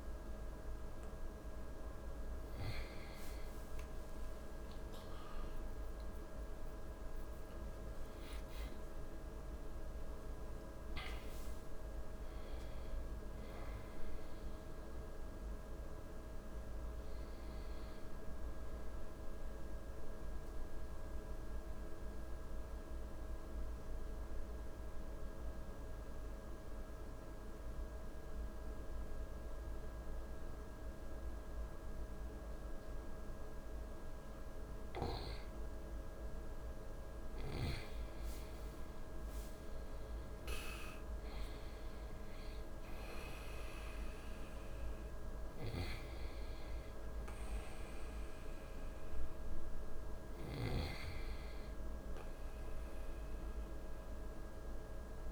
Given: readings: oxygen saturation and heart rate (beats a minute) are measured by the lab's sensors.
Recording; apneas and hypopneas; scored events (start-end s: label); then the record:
breathing in sleep, hard to hear, by a room microphone; 1
5.50-10.00 s: arousal
19.00-33.00 s: mixed apnea (oxygen 97% before, 93% lowest, heart rate 71 before, 54 extreme, up 5 after)
36.00-40.00 s: arousal
37.00-55.32 s: oxygen desaturation (device-marked, oxygen 97% before, 93% lowest, heart rate 56 before, 54 extreme)
From the record:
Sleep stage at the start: N2 (light sleep); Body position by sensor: on the right side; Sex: male